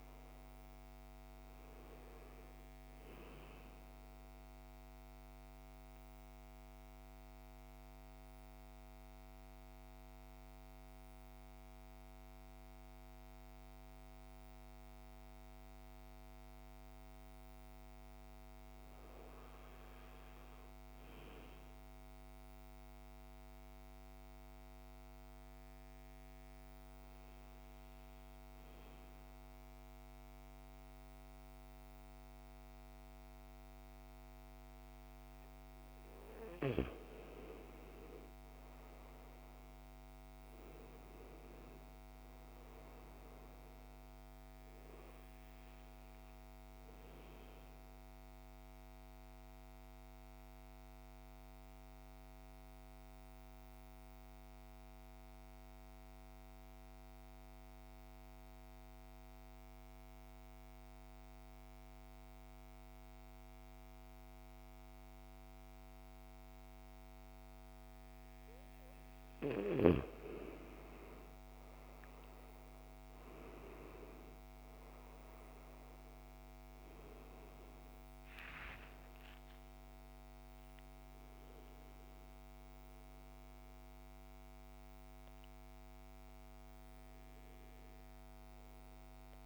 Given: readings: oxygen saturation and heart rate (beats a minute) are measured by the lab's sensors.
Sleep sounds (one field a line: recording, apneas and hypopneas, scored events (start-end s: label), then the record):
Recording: breathing in sleep, hard to hear, by a microphone on the trachea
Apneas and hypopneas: 3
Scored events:
0.00-16.50 s: oxygen desaturation (device-marked, oxygen 86% lowest, heart rate 51 extreme)
3.50-15.50 s: central apnea (oxygen 98% before, 86% lowest, heart rate 59 before, 51 extreme, up 6 after)
17.00-20.00 s: arousal
24.50-35.50 s: obstructive apnea (oxygen 99% before, 86% lowest, heart rate 54 before, 54 extreme, up 7 after)
28.50-34.50 s: oxygen desaturation (device-marked, oxygen 99% before, 93% lowest, heart rate 54 before, 54 extreme)
38.00-42.00 s: arousal
39.50-59.50 s: oxygen desaturation (device-marked, oxygen 95% before, 87% lowest, heart rate 59 before, 54 extreme)
48.00-69.00 s: mixed apnea (oxygen 99% before, 86% lowest, heart rate 61 before, 54 extreme, up 12 after)
71.00-75.00 s: arousal
71.50-89.45 s: oxygen desaturation (device-marked, oxygen 99% before, 86% lowest, heart rate 56 before, 54 extreme)
From the record:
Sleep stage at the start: N2 (light sleep)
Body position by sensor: on the back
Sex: male